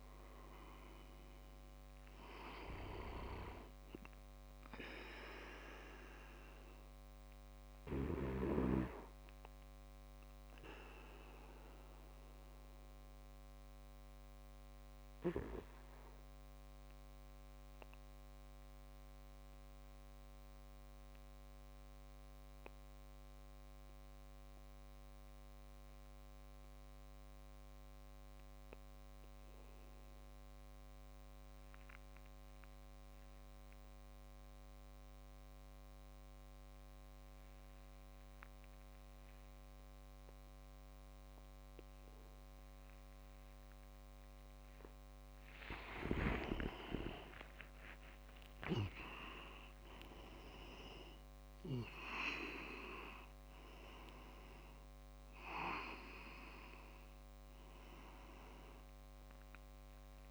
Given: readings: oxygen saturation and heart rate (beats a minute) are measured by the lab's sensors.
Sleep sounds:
breathing in sleep by a microphone on the trachea; 1
0.00-2.00 s: oxygen desaturation (device-marked, oxygen 95% lowest)
10.50-44.00 s: mixed apnea (oxygen 98% before, 93% lowest)
37.00-59.00 s: oxygen desaturation (device-marked, oxygen 99% before, 93% lowest)
46.00-49.50 s: arousal
46.00-49.50 s: leg movement (device-marked)
From the record:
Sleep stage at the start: N2 (light sleep); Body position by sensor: on the back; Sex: male

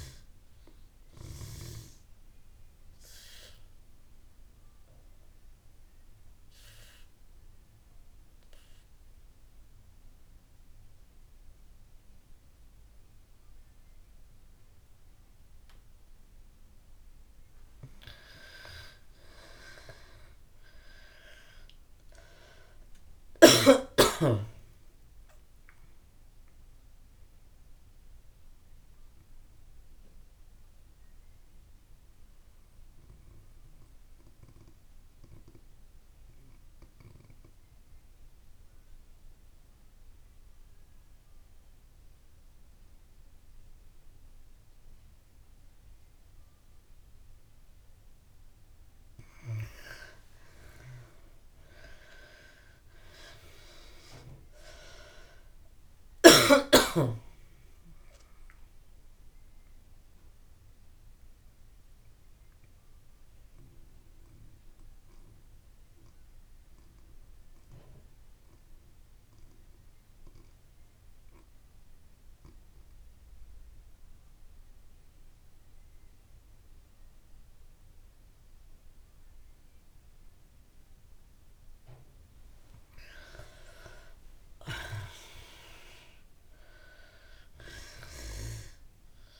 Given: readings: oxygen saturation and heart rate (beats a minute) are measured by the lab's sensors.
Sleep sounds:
breathing in sleep by a room microphone; 3
0.00-18.50 s: oxygen desaturation (device-marked, oxygen 81% lowest)
2.00-17.00 s: obstructive apnea (oxygen 96% before, 79% lowest)
20.50-24.50 s: arousal
31.50-45.50 s: oxygen desaturation (device-marked, oxygen 94% before, 82% lowest)
31.50-49.00 s: mixed apnea (oxygen 96% before, 79% lowest)
51.50-80.50 s: oxygen desaturation (device-marked, oxygen 97% before, 79% lowest)
52.50-57.50 s: arousal
59.00-83.00 s: mixed apnea (oxygen 97% before, 75% lowest)
84.00-86.50 s: arousal
85.50-89.40 s: oxygen desaturation (device-marked, oxygen 98% before, 80% lowest)
From the record:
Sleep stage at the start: N2 (light sleep); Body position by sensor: on the back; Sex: female

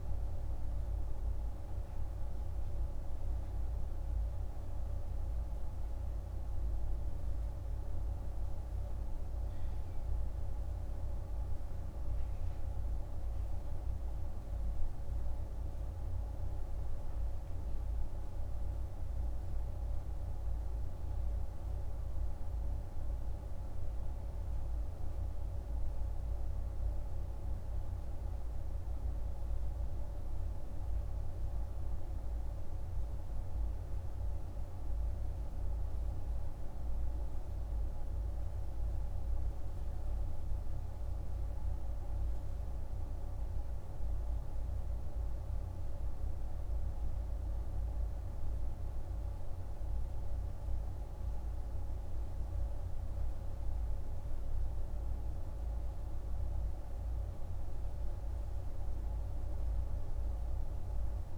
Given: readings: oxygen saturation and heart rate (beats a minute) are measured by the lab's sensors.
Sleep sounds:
breathing in sleep, hard to hear, by a room microphone; none
none scored
From the record:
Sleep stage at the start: N1 (lightest sleep); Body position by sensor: on the back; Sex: male

